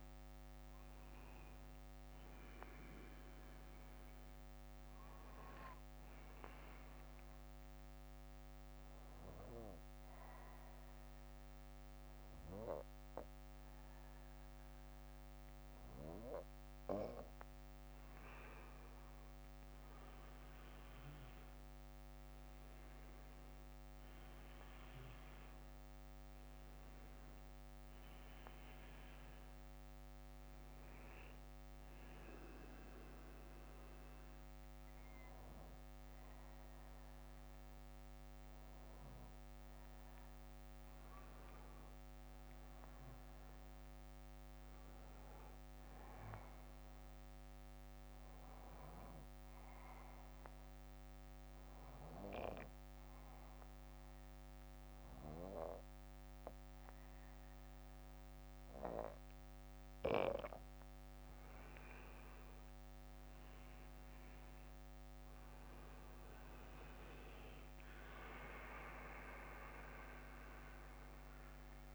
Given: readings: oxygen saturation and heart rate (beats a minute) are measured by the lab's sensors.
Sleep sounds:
breathing in sleep by a microphone on the trachea; 2
4.00-10.00 s: bradycardia (device-marked, heart rate 61 before, 54 extreme)
7.00-19.00 s: obstructive apnea (oxygen 96% before, 93% lowest, heart rate 62 before, 56 extreme, up 16 after)
11.00-16.00 s: bradycardia (device-marked, heart rate 61 before, 53 extreme)
21.00-25.00 s: arousal
32.00-39.00 s: bradycardia (device-marked, heart rate 61 before, 56 extreme)
46.00-60.50 s: obstructive apnea (oxygen 96% before, 93% lowest, heart rate 61 before, 47 extreme, up 13 after)
55.00-58.00 s: bradycardia (device-marked, heart rate 61 before, 60 extreme)
63.00-68.00 s: arousal
70.00-71.95 s: bradycardia (device-marked, heart rate 61 before, 60 extreme)
From the record:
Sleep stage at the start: N2 (light sleep); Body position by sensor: on the back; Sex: male

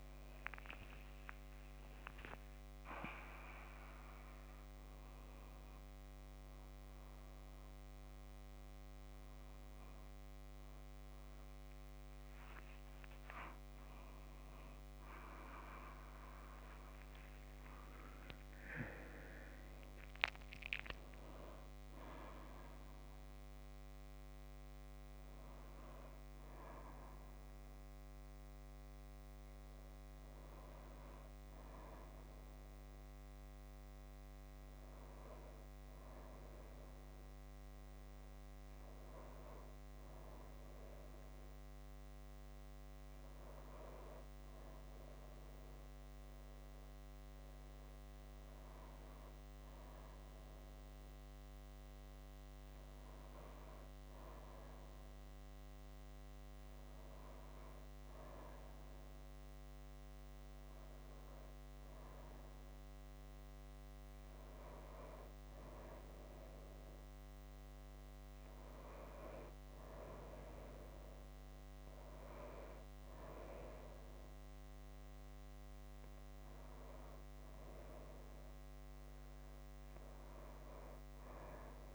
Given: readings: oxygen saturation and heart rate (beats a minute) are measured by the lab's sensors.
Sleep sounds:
a person partly awake in a sleep study, by a microphone on the trachea; none
32.50-62.50 s: new sleep stage, N1 (lightest sleep)
62.50-81.95 s: new sleep stage, N2 (light sleep)
From the record:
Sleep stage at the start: awake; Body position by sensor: on the right side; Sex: female

